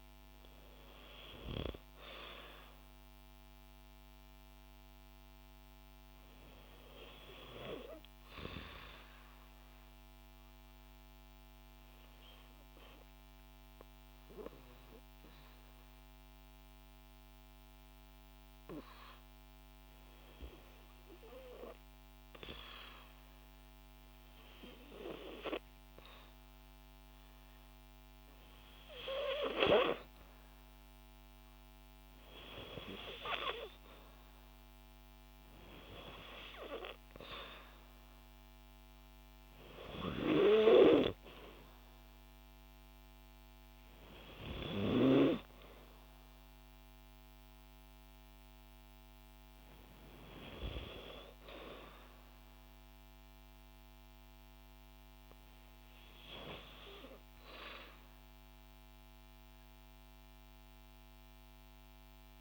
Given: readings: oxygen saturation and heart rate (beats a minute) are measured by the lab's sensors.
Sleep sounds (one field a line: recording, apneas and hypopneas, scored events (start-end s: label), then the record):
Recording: breathing in sleep by a microphone on the trachea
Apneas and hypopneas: 1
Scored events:
8.00-19.00 s: obstructive apnea (oxygen 96% before, 90% lowest, heart rate 59 before, 58 extreme, up 5 after)
21.50-24.00 s: arousal
25.50-49.50 s: oxygen desaturation (device-marked, oxygen 94% before, 90% lowest, heart rate 60 before, 58 extreme)
From the record:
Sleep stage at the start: N2 (light sleep)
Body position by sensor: on the back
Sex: female